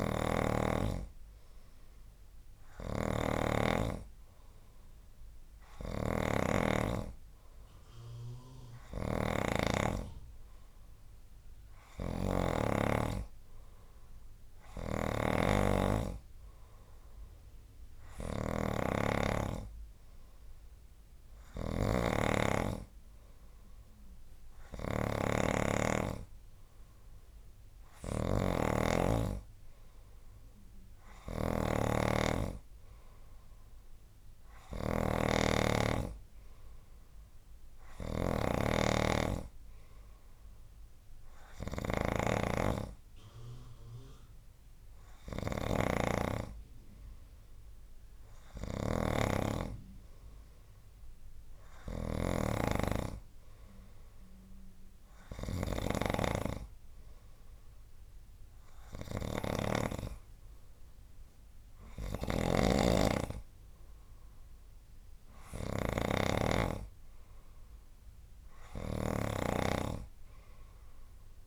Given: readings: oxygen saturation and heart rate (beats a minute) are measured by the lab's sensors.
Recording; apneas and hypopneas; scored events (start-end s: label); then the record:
breathing in sleep by a room microphone; none
0.00-60.00 s: snoring (device-marked)
62.00-71.47 s: snoring (device-marked)
From the record:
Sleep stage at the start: N2 (light sleep); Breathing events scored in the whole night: 176 in 3.6 hours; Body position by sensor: on the right side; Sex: male